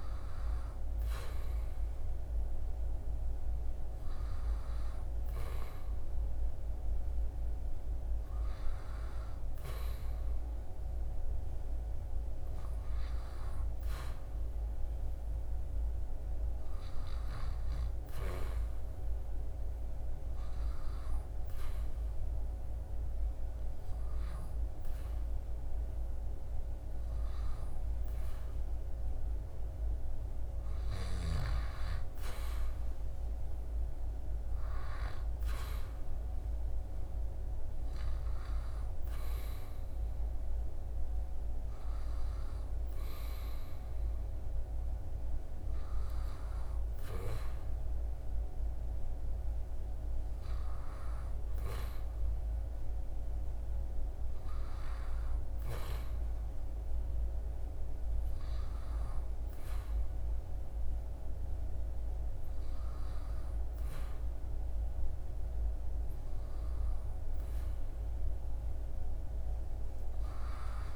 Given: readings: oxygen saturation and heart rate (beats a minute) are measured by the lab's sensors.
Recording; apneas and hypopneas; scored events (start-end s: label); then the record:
breathing in sleep by a room microphone; none
68.50-70.96 s: new sleep stage, N2 (light sleep)
From the record:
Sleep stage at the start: REM sleep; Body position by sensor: on the back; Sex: male